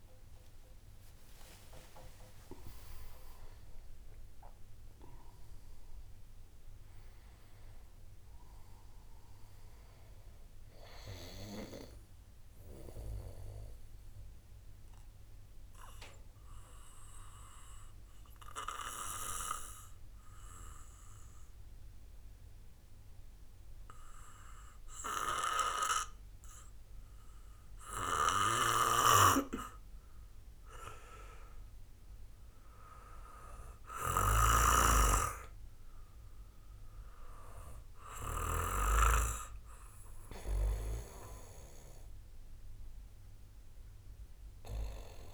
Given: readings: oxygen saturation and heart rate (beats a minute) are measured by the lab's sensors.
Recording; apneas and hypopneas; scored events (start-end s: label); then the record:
breathing in sleep by a room microphone; 1
0.00-4.00 s: arousal
12.50-27.50 s: obstructive apnea (oxygen 98% before, 92% lowest)
17.00-45.34 s: new sleep stage, N2 (light sleep)
30.00-34.00 s: arousal
34.00-38.50 s: snoring (device-marked)
36.00-45.34 s: oxygen desaturation (device-marked, oxygen 97% before, 92% lowest)
From the record:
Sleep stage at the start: REM sleep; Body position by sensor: on the back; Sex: male